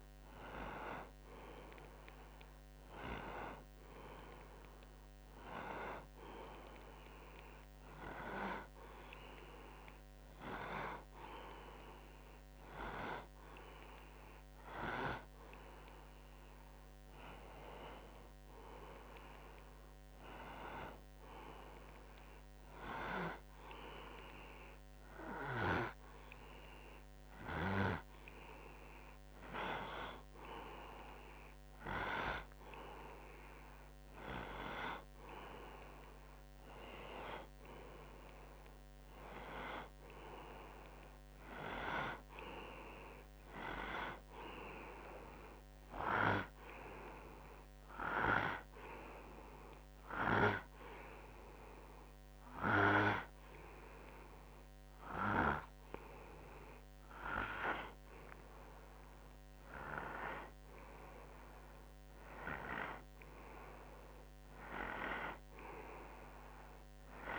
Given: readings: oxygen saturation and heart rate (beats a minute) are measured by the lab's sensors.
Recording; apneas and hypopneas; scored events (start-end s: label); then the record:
breathing in sleep by a microphone on the trachea; 2
6.50-17.00 s: hypopnea (oxygen 96% before, 94% lowest, heart rate 59 before, 59 extreme, up 1 after)
18.00-22.50 s: arousal
47.00-58.00 s: hypopnea (oxygen 95% before, 94% lowest, heart rate 60 before, 59 extreme, up 1 after)
59.50-63.50 s: arousal
From the record:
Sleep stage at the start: N2 (light sleep); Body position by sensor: on the right side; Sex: male